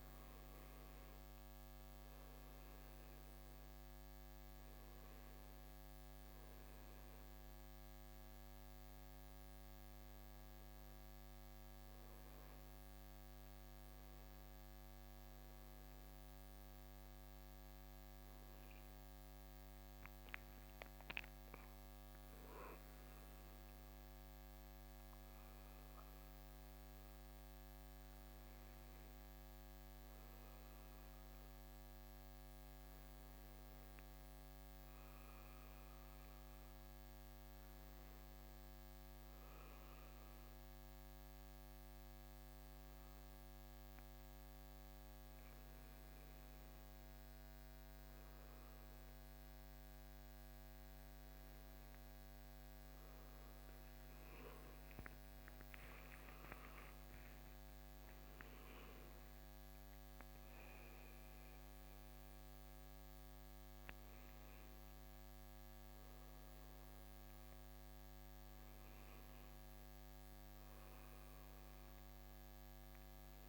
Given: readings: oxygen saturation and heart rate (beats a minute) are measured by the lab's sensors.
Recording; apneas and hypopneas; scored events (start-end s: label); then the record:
breathing in sleep, hard to hear, by a microphone on the trachea; none
none scored
From the record:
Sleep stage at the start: N2 (light sleep); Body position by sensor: on the right side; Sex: male